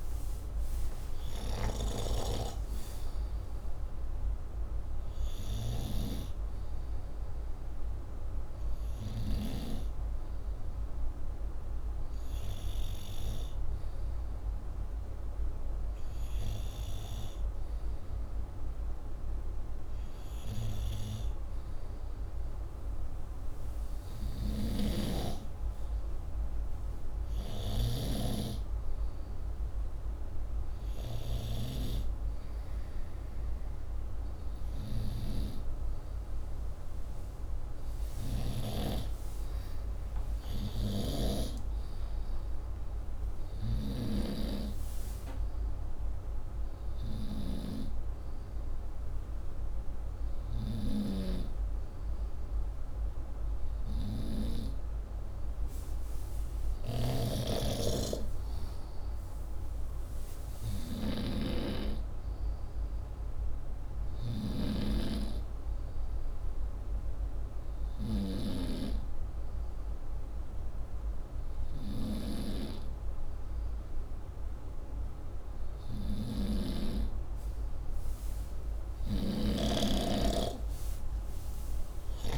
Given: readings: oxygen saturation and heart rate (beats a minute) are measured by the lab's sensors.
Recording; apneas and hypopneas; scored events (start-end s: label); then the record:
breathing in sleep by a room microphone; none
0.00-10.50 s: oxygen desaturation (device-marked, oxygen 91% lowest, heart rate 30 extreme)
24.00-28.00 s: snoring (device-marked)
56.50-68.50 s: snoring (device-marked)
76.00-82.37 s: snoring (device-marked)
From the record:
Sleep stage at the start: N2 (light sleep); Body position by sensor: upright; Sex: male